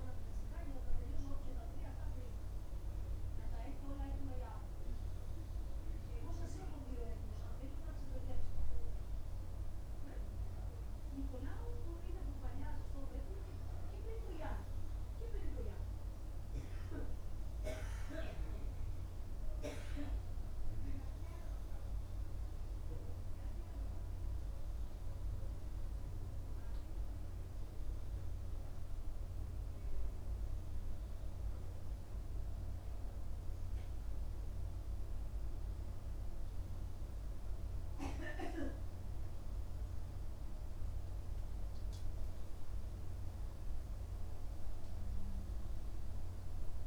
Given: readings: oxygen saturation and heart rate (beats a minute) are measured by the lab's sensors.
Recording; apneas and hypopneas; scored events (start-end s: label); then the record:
breathing in sleep by a room microphone; none
none scored
From the record:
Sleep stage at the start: N2 (light sleep); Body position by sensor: on the right side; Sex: male